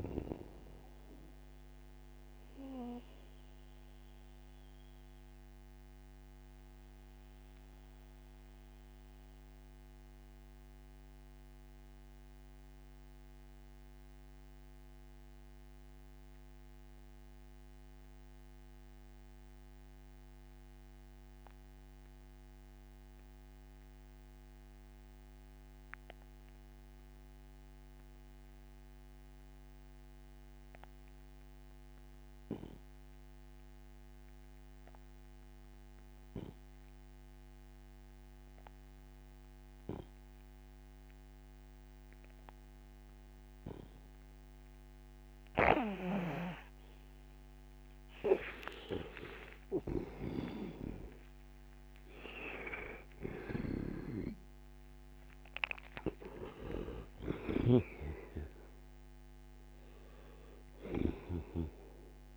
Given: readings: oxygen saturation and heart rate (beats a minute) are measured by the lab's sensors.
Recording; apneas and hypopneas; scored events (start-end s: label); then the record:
breathing in sleep by a microphone on the trachea; 1
0.00-21.50 s: oxygen desaturation (device-marked, oxygen 86% lowest, heart rate 58 extreme)
1.00-47.50 s: mixed apnea (oxygen 98% before, 75% lowest, heart rate 66 before, 58 extreme, up 27 after)
34.50-62.37 s: oxygen desaturation (device-marked, oxygen 98% before, 75% lowest, heart rate 63 before, 59 extreme)
49.00-55.50 s: arousal
53.00-61.00 s: snoring (device-marked)
From the record:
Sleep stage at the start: N2 (light sleep); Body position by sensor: on the right side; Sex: male